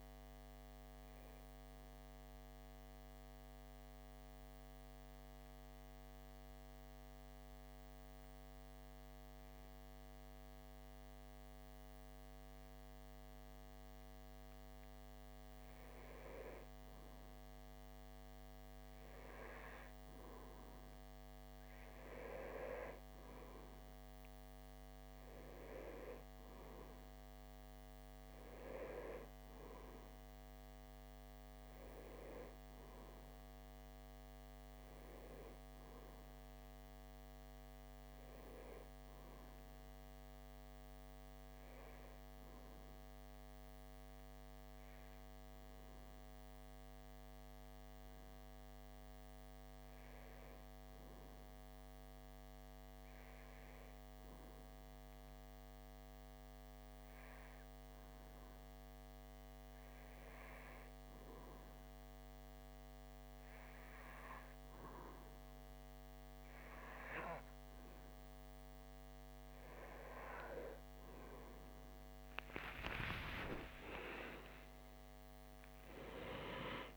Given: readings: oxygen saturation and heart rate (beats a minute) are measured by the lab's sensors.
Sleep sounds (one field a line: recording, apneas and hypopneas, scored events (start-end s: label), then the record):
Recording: breathing in sleep by a microphone on the trachea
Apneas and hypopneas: 1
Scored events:
1.00-14.50 s: hypopnea (oxygen 97% before, 95% lowest)
17.50-22.00 s: arousal
72.00-76.50 s: arousal
From the record:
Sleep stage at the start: REM sleep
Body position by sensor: on the back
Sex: male